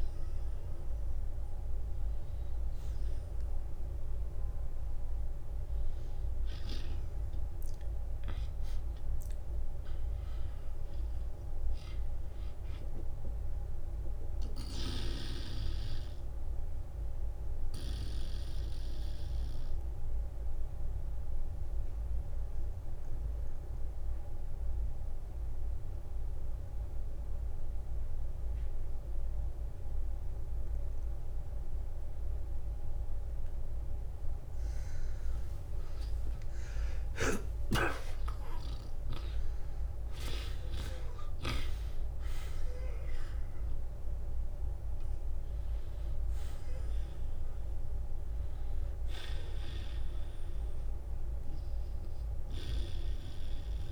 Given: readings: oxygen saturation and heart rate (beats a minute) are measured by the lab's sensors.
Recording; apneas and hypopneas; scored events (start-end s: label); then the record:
breathing in sleep by a room microphone; 1
0.00-3.00 s: oxygen desaturation (device-marked, oxygen 90% lowest, heart rate 47 extreme)
2.00-4.00 s: long interval between heartbeats (device-marked, heart rate 68 before, 70 extreme)
7.50-12.00 s: arousal
12.00-29.00 s: oxygen desaturation (device-marked, oxygen 92% before, 81% lowest, heart rate 63 before, 44 extreme)
16.00-18.00 s: long interval between heartbeats (device-marked, heart rate 61 before, 47 extreme)
17.50-32.50 s: obstructive apnea (oxygen 93% before, 81% lowest, heart rate 61 before, 44 extreme, up 15 after)
34.50-36.50 s: long interval between heartbeats (device-marked, heart rate 51 before, 57 extreme)
38.00-41.50 s: arousal
39.00-41.00 s: long interval between heartbeats (device-marked, heart rate 52 before, 56 extreme)
48.50-50.50 s: long interval between heartbeats (device-marked, heart rate 55 before, 69 extreme)
From the record:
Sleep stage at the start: N2 (light sleep); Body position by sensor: on the back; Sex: male